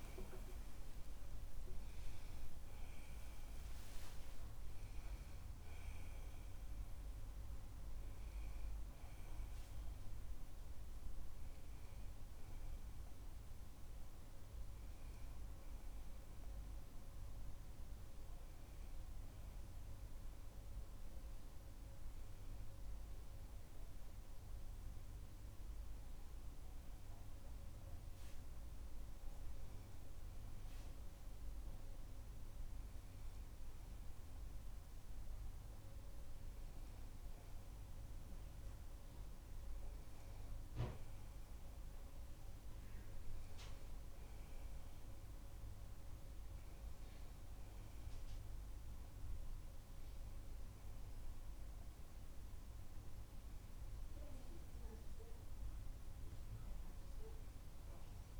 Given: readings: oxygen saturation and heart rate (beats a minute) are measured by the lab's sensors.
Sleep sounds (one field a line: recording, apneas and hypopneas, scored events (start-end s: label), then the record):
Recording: breathing in sleep, hard to hear, by a room microphone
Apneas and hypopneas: 1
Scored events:
17.50-30.50 s: hypopnea (oxygen 98% before, 96% lowest)
29.50-58.40 s: new sleep stage, N2 (light sleep)
33.00-37.00 s: arousal
From the record:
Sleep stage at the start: N1 (lightest sleep)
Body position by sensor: on the back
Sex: male